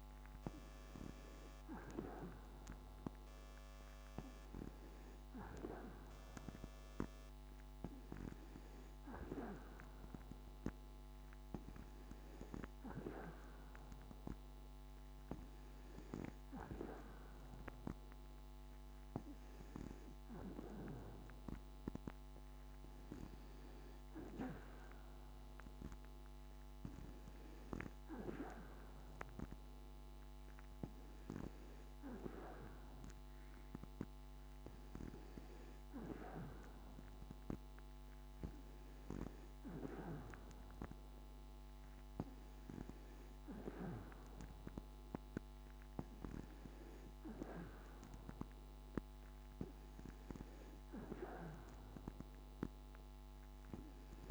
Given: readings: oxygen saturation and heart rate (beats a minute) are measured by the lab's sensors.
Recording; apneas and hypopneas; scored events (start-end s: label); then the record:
breathing in sleep by a microphone on the trachea; none
none scored
From the record:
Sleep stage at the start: N2 (light sleep); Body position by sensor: on the back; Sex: female